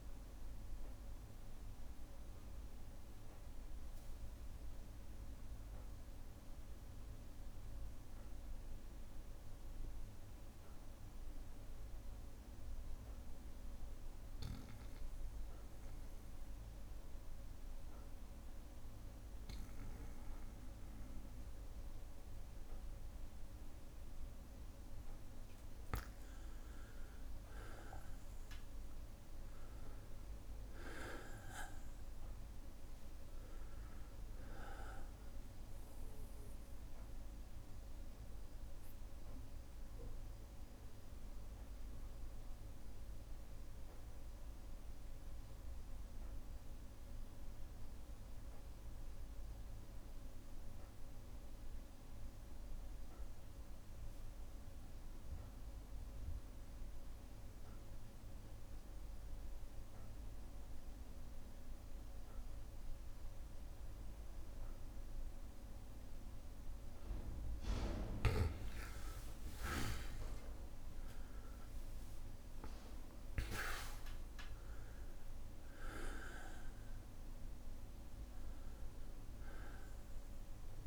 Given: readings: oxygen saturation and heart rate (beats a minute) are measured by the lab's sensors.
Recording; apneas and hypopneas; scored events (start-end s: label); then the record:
breathing in sleep by a room microphone; 2
2.50-21.50 s: obstructive apnea (oxygen 98% before, 92% lowest, heart rate 60 before, 57 extreme, up 5 after)
5.50-21.50 s: bradycardia (device-marked, heart rate 64 before, 57 extreme)
26.00-30.00 s: arousal
27.50-50.50 s: oxygen desaturation (device-marked, oxygen 98% before, 93% lowest, heart rate 58 before, 57 extreme)
36.50-66.50 s: obstructive apnea (oxygen 98% before, 91% lowest, heart rate 60 before, 57 extreme, up 4 after)
37.50-64.50 s: bradycardia (device-marked, heart rate 64 before, 57 extreme)
63.50-80.87 s: oxygen desaturation (device-marked, oxygen 98% before, 91% lowest, heart rate 58 before, 58 extreme)
68.50-73.50 s: arousal
From the record:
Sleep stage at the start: N2 (light sleep); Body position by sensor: on the back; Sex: male